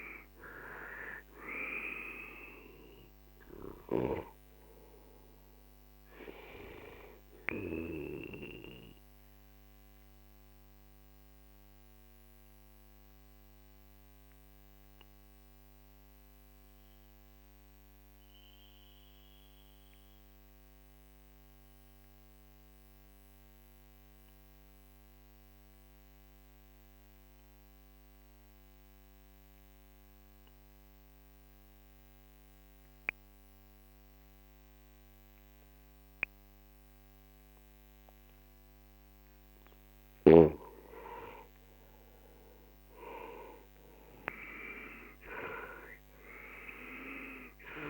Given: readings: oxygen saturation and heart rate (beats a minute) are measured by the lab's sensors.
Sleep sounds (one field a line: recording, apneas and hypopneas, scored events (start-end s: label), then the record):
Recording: breathing in sleep by a microphone on the trachea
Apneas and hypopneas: 1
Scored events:
5.00-38.50 s: obstructive apnea (oxygen 98% before, 90% lowest, heart rate 56 before, 40 extreme, up 9 after)
5.50-24.50 s: oxygen desaturation (device-marked, oxygen 96% before, 90% lowest, heart rate 56 before, 40 extreme)
36.50-47.90 s: oxygen desaturation (device-marked, oxygen 99% before, 90% lowest, heart rate 46 before, 41 extreme)
41.50-45.50 s: arousal
From the record:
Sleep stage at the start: N2 (light sleep)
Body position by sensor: on the left side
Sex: male